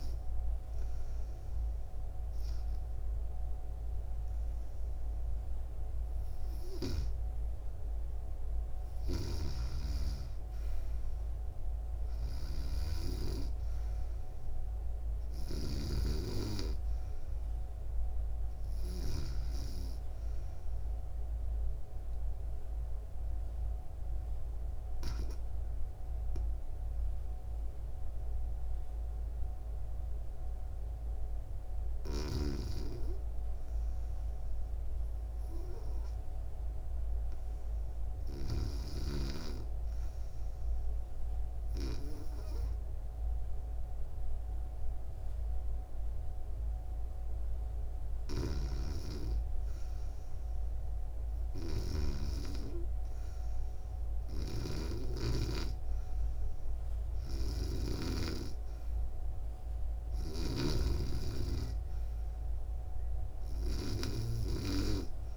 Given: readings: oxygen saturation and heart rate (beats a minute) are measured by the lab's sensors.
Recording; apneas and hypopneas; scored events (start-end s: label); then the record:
breathing in sleep by a room microphone; 1
18.50-22.00 s: arousal
25.50-47.00 s: hypopnea (oxygen 97% before, 90% lowest, heart rate 74 before, 71 extreme, up 2 after)
45.50-65.37 s: oxygen desaturation (device-marked, oxygen 96% before, 90% lowest, heart rate 74 before, 74 extreme)
50.50-53.50 s: arousal
From the record:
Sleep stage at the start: REM sleep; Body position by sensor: on the back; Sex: female